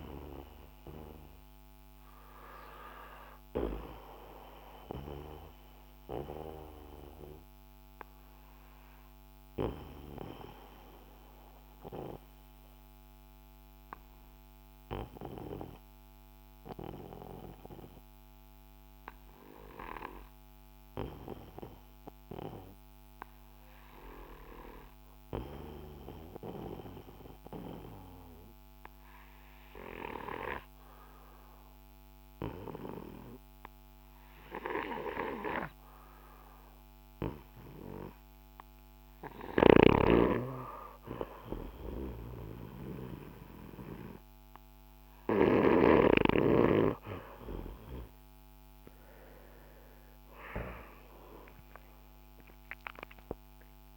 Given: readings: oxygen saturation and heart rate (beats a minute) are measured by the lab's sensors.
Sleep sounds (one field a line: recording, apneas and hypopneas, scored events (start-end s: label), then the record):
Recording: breathing in sleep by a microphone on the trachea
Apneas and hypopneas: 1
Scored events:
5.00-37.00 s: obstructive apnea (oxygen 97% before, 90% lowest, heart rate 61 before, 48 extreme, up 8 after)
16.00-27.00 s: oxygen desaturation (device-marked, oxygen 93% before, 90% lowest, heart rate 57 before, 52 extreme)
40.00-44.50 s: arousal
41.00-53.97 s: oxygen desaturation (device-marked, oxygen 97% before, 91% lowest, heart rate 57 before, 48 extreme)
From the record:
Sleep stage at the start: N2 (light sleep)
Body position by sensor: on the back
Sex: male